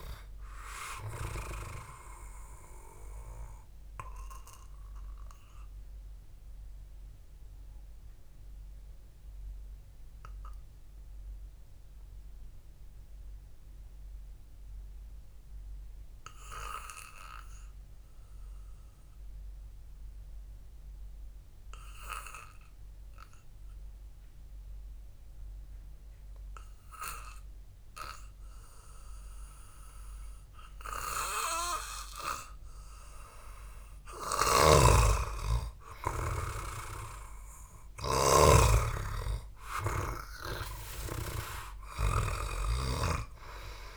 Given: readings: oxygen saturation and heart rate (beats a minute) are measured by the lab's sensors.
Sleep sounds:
breathing in sleep by a room microphone; 1
6.00-30.00 s: obstructive apnea (oxygen 99% before, 92% lowest, heart rate 56 before, 52 extreme)
17.00-27.00 s: oxygen desaturation (device-marked, oxygen 95% before, 92% lowest, heart rate 58 before, 52 extreme)
34.50-39.00 s: arousal
34.50-42.50 s: snoring (device-marked)
From the record:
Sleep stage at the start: N2 (light sleep); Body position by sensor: on the back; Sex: male

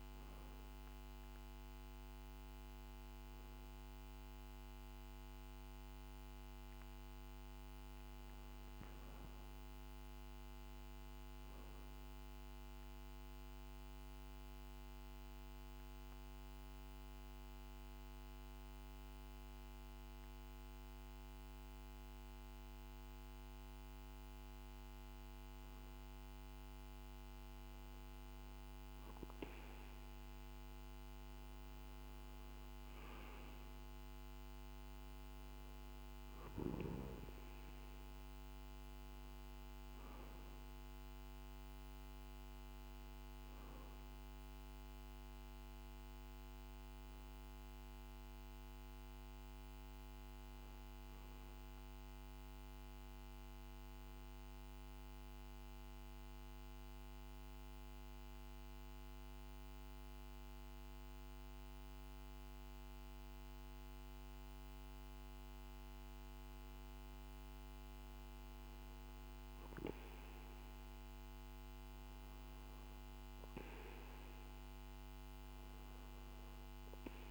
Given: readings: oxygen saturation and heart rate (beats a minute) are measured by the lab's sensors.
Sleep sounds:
breathing in sleep, hard to hear, by a microphone on the trachea; 2
5.00-9.00 s: arousal
11.50-25.00 s: obstructive apnea (oxygen 97% before, 94% lowest, heart rate 52 before, 48 extreme, up 2 after)
28.00-31.50 s: arousal
54.50-66.00 s: obstructive apnea (oxygen 96% before, 94% lowest, heart rate 50 before, 48 extreme, up 2 after)
68.50-72.00 s: arousal
From the record:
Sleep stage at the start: N2 (light sleep); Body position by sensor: on the back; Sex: male

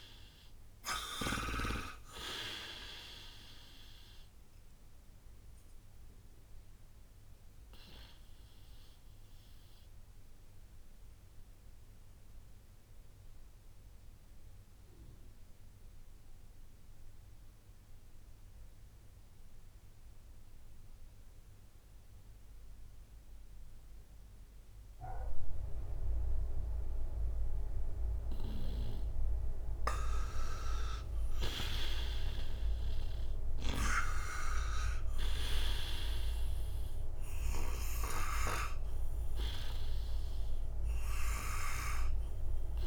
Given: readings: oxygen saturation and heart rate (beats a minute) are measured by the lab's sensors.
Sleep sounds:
breathing in sleep by a room microphone; 1
0.00-25.50 s: oxygen desaturation (device-marked, oxygen 83% lowest, heart rate 57 extreme)
6.50-29.00 s: obstructive apnea (oxygen 97% before, 83% lowest, heart rate 96 before, 57 extreme, up 14 after)
31.00-34.50 s: arousal
33.50-42.87 s: oxygen desaturation (device-marked, oxygen 98% before, 90% lowest, heart rate 60 before, 60 extreme)
From the record:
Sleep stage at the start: N2 (light sleep); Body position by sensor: on the right side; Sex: male

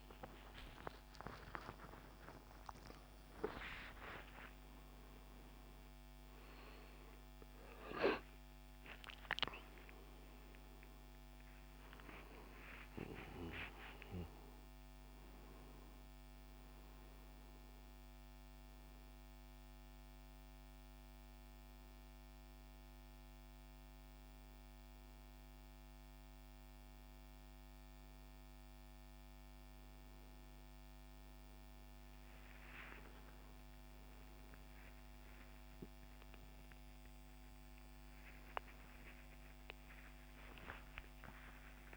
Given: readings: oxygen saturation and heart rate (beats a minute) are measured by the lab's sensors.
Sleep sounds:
a person partly awake in a sleep study, by a microphone on the trachea; 1
0.00-2.00 s: arousal
20.00-31.00 s: hypopnea (oxygen 98% before, 96% lowest, heart rate 97 before, 73 extreme, up 38 after)
31.00-41.97 s: new sleep stage, awake
From the record:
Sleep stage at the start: N1 (lightest sleep); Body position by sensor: on the back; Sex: male

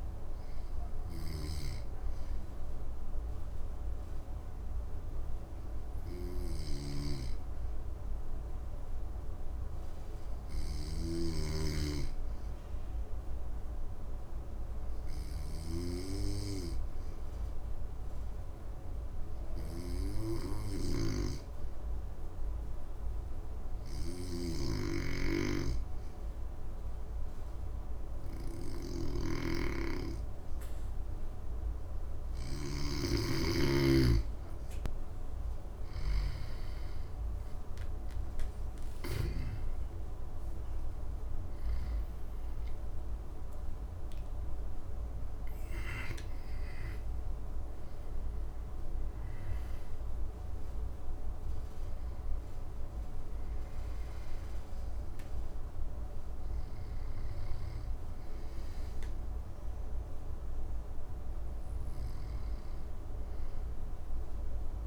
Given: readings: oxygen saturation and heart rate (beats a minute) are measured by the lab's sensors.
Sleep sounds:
breathing in sleep by a room microphone; 1
0.00-5.50 s: oxygen desaturation (device-marked, oxygen 92% lowest, heart rate 58 extreme)
1.00-33.50 s: obstructive apnea (oxygen 97% before, 92% lowest, heart rate 68 before, 58 extreme, up 10 after)
6.50-11.00 s: snoring (device-marked)
20.50-39.00 s: snoring (device-marked)
26.50-64.87 s: oxygen desaturation (device-marked, oxygen 99% before, 92% lowest, heart rate 60 before, 59 extreme)
37.00-43.50 s: arousal
From the record:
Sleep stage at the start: N2 (light sleep); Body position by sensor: on the back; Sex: male

